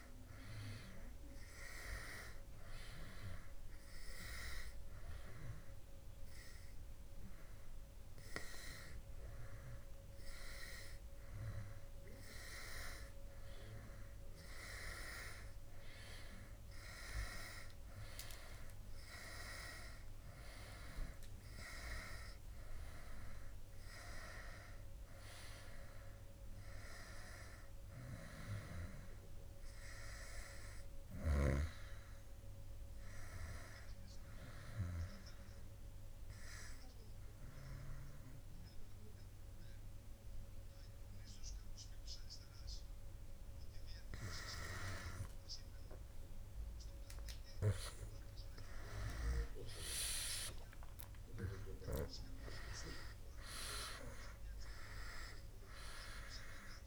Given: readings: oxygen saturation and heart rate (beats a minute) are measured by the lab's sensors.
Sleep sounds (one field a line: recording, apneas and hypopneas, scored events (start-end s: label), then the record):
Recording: breathing in sleep by a room microphone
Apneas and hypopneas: 1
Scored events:
0.00-2.00 s: arousal
5.50-20.50 s: oxygen desaturation (device-marked, oxygen 97% before, 93% lowest, heart rate 71 before, 70 extreme)
26.00-30.00 s: arousal
35.50-46.00 s: obstructive apnea (oxygen 95% before, 91% lowest, heart rate 75 before, 69 extreme, up 6 after)
49.00-53.00 s: arousal
52.50-56.86 s: oxygen desaturation (device-marked, oxygen 96% before, 91% lowest, heart rate 71 before, 67 extreme)
From the record:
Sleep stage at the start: N2 (light sleep)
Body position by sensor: on the back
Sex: male